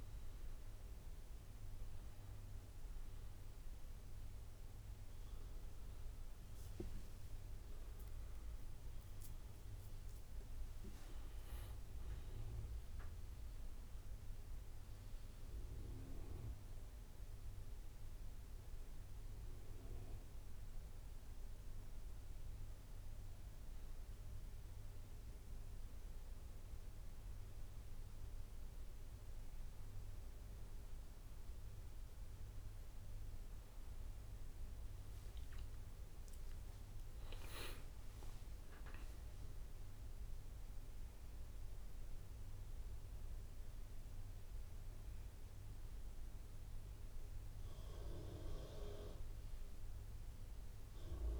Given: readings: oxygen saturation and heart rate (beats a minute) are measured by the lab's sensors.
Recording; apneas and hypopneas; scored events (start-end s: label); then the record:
breathing in sleep by a room microphone; 1
0.00-4.50 s: drop in pulse transit time (device-marked, heart rate 51 extreme)
7.00-10.00 s: arousal
13.00-23.00 s: hypopnea (oxygen 100% before, 93% lowest, heart rate 56 before, 48 extreme, up 9 after)
31.50-51.40 s: oxygen desaturation (device-marked, oxygen 97% before, 94% lowest, heart rate 53 before, 58 extreme)
35.00-39.50 s: arousal
36.50-49.50 s: drop in pulse transit time (device-marked, heart rate 53 before, 61 extreme)
From the record:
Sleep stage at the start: N1 (lightest sleep); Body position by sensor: on the back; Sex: male